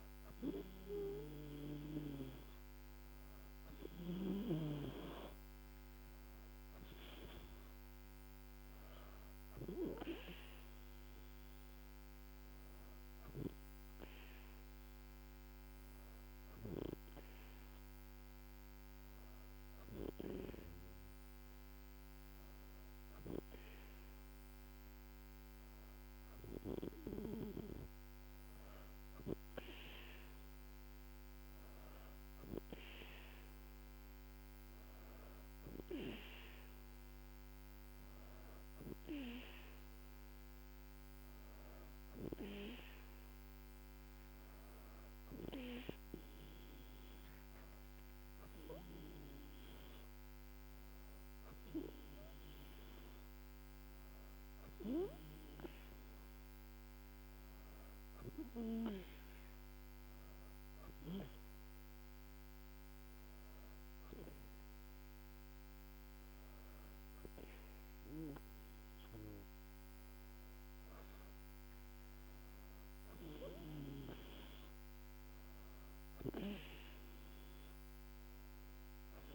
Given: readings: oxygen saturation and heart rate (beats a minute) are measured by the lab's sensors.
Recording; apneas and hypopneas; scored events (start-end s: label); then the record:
breathing in sleep by a microphone on the trachea; 1
13.00-26.00 s: hypopnea (oxygen 98% before, 95% lowest, heart rate 78 before, 75 extreme, up 4 after)
27.00-30.50 s: arousal
From the record:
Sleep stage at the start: N2 (light sleep); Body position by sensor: on the back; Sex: female